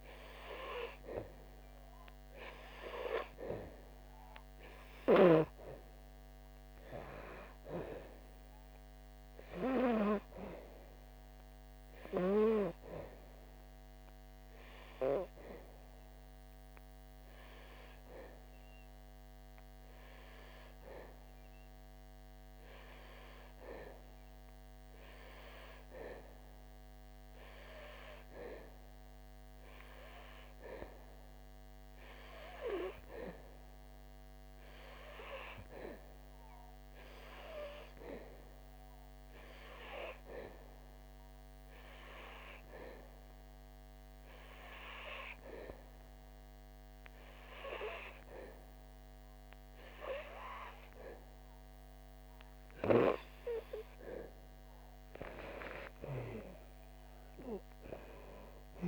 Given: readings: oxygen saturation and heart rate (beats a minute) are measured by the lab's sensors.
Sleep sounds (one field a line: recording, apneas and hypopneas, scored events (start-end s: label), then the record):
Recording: breathing in sleep by a microphone on the trachea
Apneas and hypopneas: 1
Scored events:
0.00-17.50 s: oxygen desaturation (device-marked, oxygen 92% lowest, heart rate 62 extreme)
19.00-50.50 s: obstructive apnea (oxygen 97% before, 90% lowest, heart rate 68 before, 58 extreme, up 1 after)
39.50-50.50 s: oxygen desaturation (device-marked, oxygen 96% before, 92% lowest, heart rate 64 before, 58 extreme)
55.00-58.88 s: arousal
From the record:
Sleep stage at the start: N2 (light sleep)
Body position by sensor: on the back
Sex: female